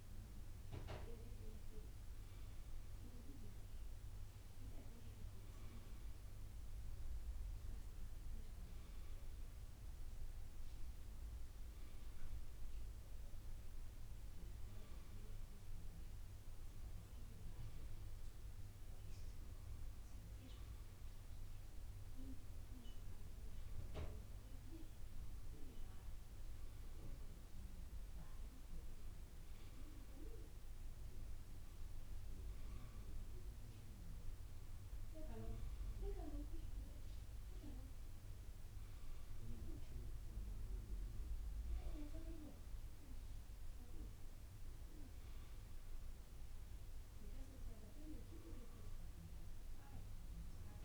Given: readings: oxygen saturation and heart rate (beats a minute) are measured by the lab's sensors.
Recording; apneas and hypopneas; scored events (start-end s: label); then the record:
a person awake in a sleep study, by a room microphone; none
none scored
From the record:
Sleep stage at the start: awake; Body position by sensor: on the right side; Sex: male